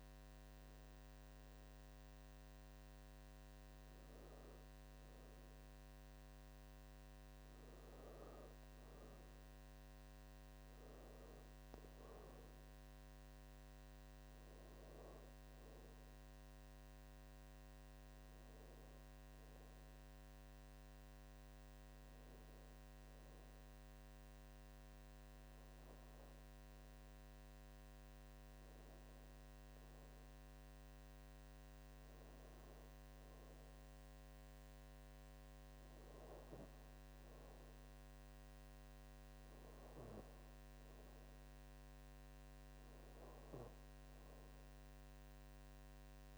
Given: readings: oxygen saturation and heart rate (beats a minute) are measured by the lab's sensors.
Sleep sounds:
breathing in sleep, hard to hear, by a microphone on the trachea; none
none scored
From the record:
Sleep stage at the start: N2 (light sleep); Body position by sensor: on the back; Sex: female

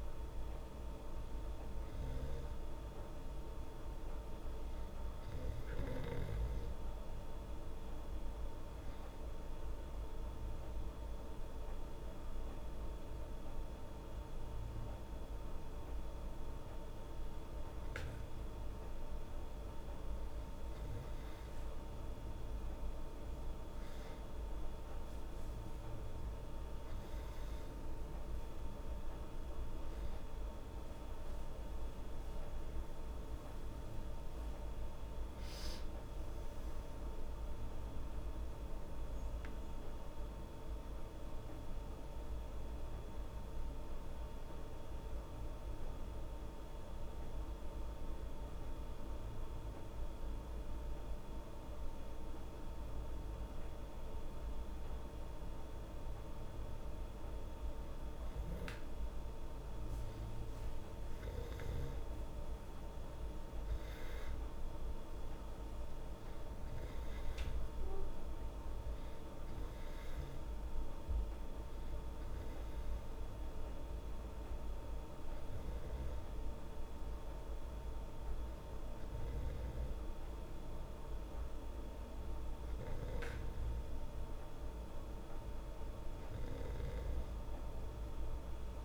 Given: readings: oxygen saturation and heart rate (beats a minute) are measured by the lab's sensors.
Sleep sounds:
breathing in sleep, hard to hear, by a room microphone; 1
28.50-33.00 s: arousal
39.00-55.50 s: hypopnea (oxygen 97% before, 95% lowest, heart rate 77 before, 73 extreme, up 3 after)
60.00-64.00 s: arousal
64.50-80.50 s: oxygen desaturation (device-marked, oxygen 99% before, 95% lowest, heart rate 74 before, 73 extreme)
From the record:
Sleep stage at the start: N2 (light sleep); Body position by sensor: on the back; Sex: female

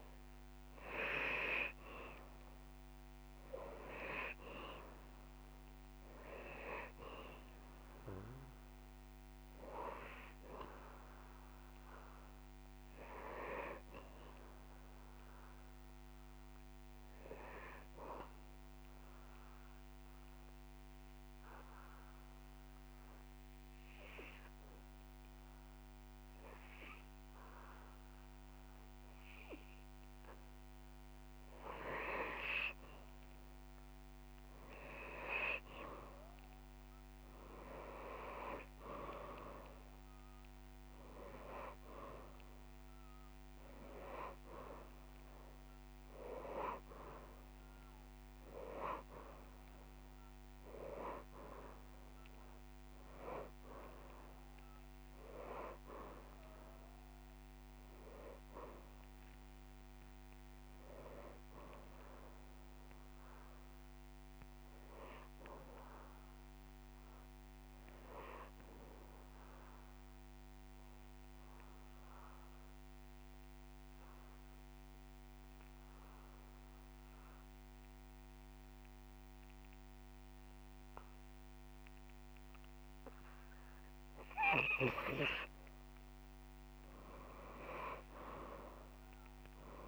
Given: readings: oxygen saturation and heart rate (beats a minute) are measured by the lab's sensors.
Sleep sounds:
breathing in sleep by a microphone on the trachea; 2
6.00-26.00 s: oxygen desaturation (device-marked, oxygen 99% before, 92% lowest)
17.50-31.00 s: obstructive apnea (oxygen 99% before, 92% lowest)
28.00-37.00 s: drop in pulse transit time (device-marked)
33.50-37.00 s: arousal
39.00-67.00 s: oxygen desaturation (device-marked, oxygen 98% before, 92% lowest)
52.00-62.00 s: drop in pulse transit time (device-marked)
64.00-67.50 s: arousal
69.50-85.50 s: mixed apnea (oxygen 100% before, 89% lowest)
78.00-89.87 s: drop in pulse transit time (device-marked)
81.50-83.50 s: long interval between heartbeats (device-marked)
86.50-88.50 s: long interval between heartbeats (device-marked)
86.50-89.87 s: arousal
88.00-89.87 s: oxygen desaturation (device-marked, oxygen 99% before, 93% lowest)
From the record:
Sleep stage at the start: N2 (light sleep); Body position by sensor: on the back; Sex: male

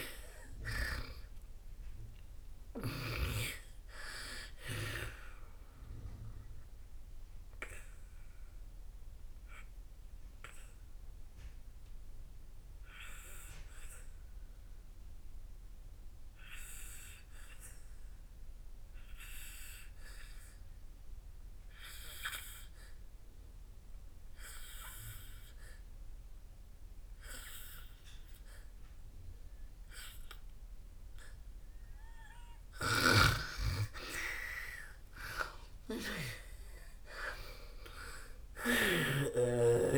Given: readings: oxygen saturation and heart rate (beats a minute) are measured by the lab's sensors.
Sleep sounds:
breathing in sleep by a room microphone; 1
0.00-3.50 s: arousal
4.50-30.50 s: oxygen desaturation (device-marked, oxygen 96% before, 88% lowest, heart rate 65 before, 53 extreme)
6.50-32.50 s: obstructive apnea (oxygen 98% before, 87% lowest, heart rate 66 before, 53 extreme, up 20 after)
33.00-39.50 s: snoring (device-marked)
33.50-38.50 s: arousal
37.50-39.98 s: oxygen desaturation (device-marked, oxygen 98% before, 88% lowest, heart rate 61 before, 53 extreme)
From the record:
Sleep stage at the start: N2 (light sleep); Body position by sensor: on the back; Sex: female

